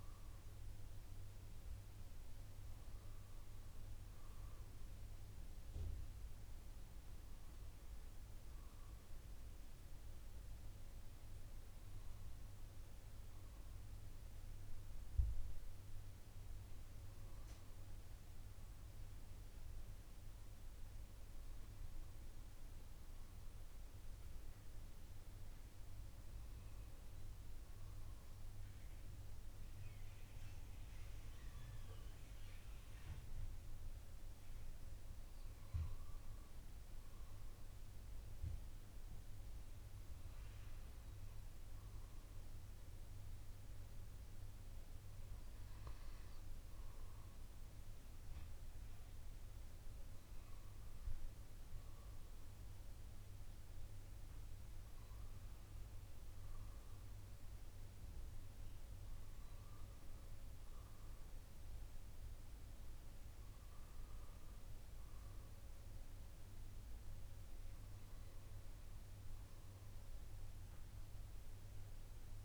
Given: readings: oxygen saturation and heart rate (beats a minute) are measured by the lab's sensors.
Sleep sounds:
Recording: breathing in sleep, hard to hear, by a room microphone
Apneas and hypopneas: none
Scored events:
none scored
From the record:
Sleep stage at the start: N2 (light sleep)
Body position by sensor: on the left side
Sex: male

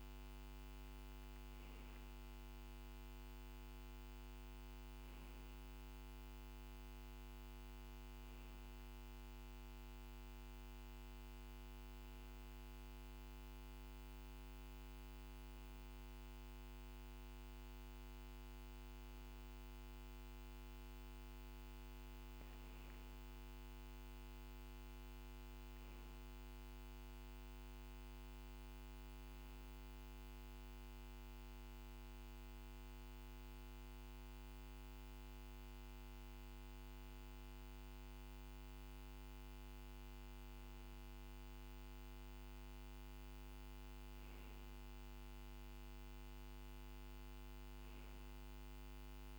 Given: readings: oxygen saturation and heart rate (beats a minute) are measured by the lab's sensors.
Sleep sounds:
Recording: breathing in sleep, hard to hear, by a microphone on the trachea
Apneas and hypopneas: none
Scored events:
none scored
From the record:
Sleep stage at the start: N2 (light sleep)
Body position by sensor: on the back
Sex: male

